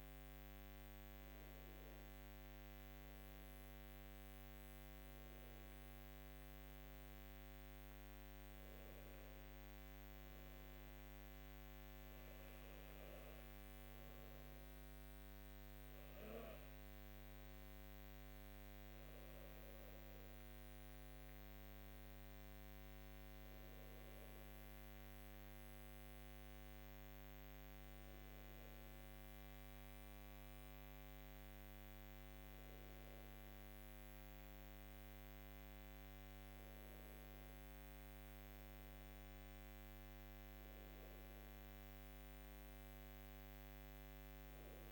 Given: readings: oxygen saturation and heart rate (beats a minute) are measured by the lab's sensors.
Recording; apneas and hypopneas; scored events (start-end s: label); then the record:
breathing in sleep, hard to hear, by a microphone on the trachea; none
26.50-44.92 s: new sleep stage, N1 (lightest sleep)
From the record:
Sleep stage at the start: N2 (light sleep); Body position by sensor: on the left side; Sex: female